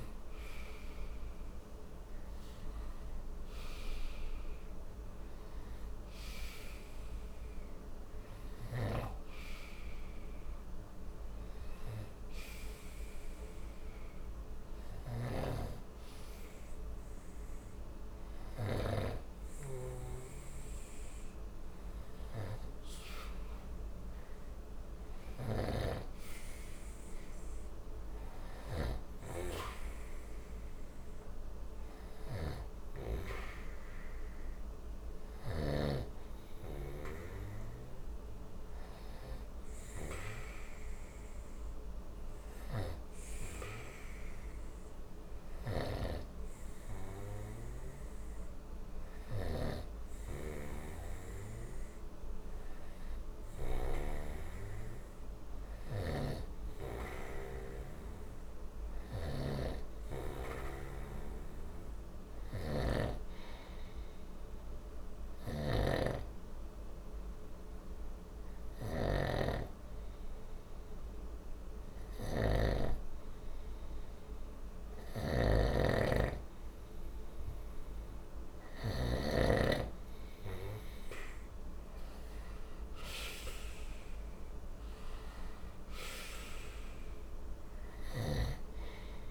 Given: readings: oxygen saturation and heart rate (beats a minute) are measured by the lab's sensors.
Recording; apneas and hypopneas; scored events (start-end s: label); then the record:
breathing in sleep by a room microphone; 1
2.00-89.31 s: new sleep stage, N2 (light sleep)
58.50-78.50 s: snoring (device-marked)
63.50-76.00 s: hypopnea (oxygen 93% before, 91% lowest, heart rate 61 before, 59 extreme, up 0 after)
80.00-85.00 s: arousal
From the record:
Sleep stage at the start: N1 (lightest sleep); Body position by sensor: on the right side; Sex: male